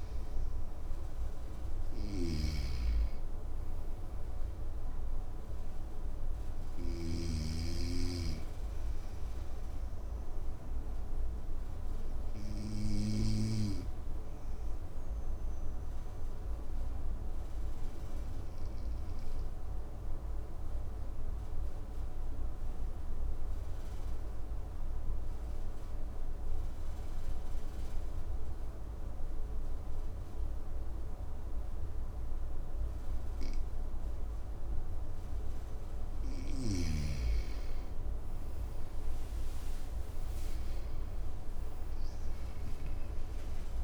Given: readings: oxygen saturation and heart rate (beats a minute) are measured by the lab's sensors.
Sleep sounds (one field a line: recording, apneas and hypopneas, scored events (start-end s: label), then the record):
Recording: breathing in sleep by a room microphone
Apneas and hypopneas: 1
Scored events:
0.00-20.50 s: oxygen desaturation (device-marked, oxygen 91% lowest, heart rate 54 extreme)
1.50-6.50 s: snoring (device-marked)
9.00-34.50 s: obstructive apnea (oxygen 98% before, 91% lowest, heart rate 64 before, 54 extreme, up 10 after)
35.50-43.50 s: oxygen desaturation (device-marked, oxygen 99% before, 96% lowest, heart rate 55 before, 55 extreme)
38.50-42.50 s: arousal
From the record:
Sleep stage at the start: N2 (light sleep)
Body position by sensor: on the right side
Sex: male